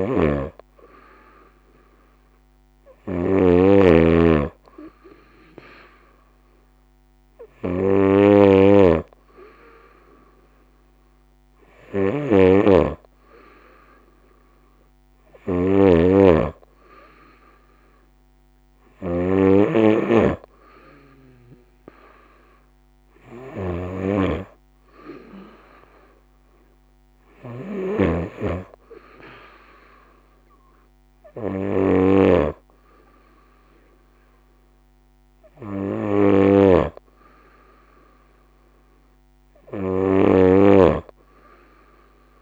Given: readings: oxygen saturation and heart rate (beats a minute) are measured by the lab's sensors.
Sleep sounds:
breathing in sleep by a microphone on the trachea; none
0.00-42.42 s: snoring (device-marked)
From the record:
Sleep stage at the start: N2 (light sleep); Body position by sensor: on the right side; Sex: female

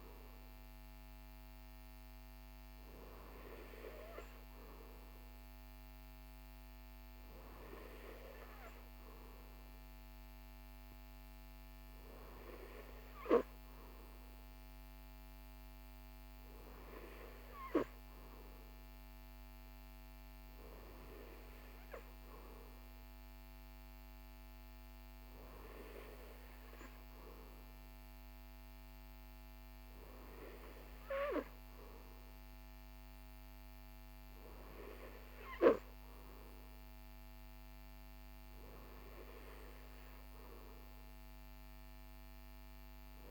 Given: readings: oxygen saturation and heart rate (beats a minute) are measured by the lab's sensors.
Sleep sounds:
breathing in sleep by a microphone on the trachea; none
none scored
From the record:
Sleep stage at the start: N3 (deep sleep); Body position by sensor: on the right side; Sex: male

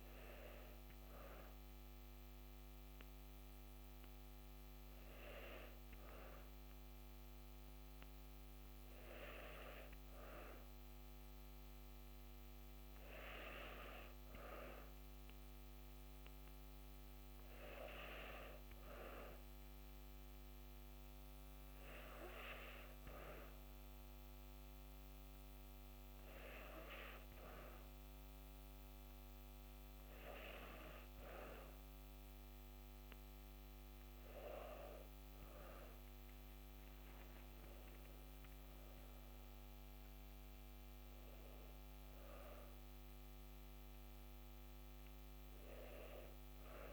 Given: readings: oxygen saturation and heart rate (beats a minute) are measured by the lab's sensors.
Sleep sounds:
breathing in sleep by a microphone on the trachea; none
43.00-46.50 s: arousal
From the record:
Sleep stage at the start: N2 (light sleep); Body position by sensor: on the back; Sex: female

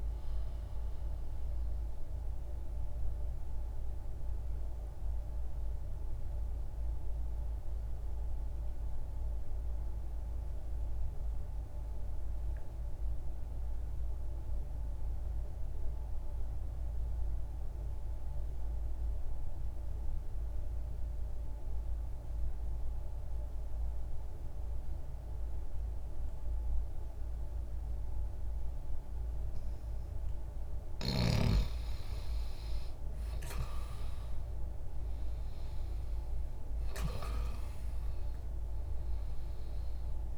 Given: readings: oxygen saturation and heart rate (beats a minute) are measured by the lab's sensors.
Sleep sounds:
breathing in sleep, hard to hear, by a room microphone; 1
2.00-30.50 s: obstructive apnea (oxygen 97% before, 85% lowest, heart rate 62 before, 60 extreme, up 0 after)
10.00-20.00 s: oxygen desaturation (device-marked, oxygen 91% before, 86% lowest, heart rate 62 before, 60 extreme)
32.50-37.00 s: arousal
33.00-40.37 s: oxygen desaturation (device-marked, oxygen 98% before, 85% lowest, heart rate 60 before, 59 extreme)
From the record:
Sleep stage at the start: N2 (light sleep); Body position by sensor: on the left side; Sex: male

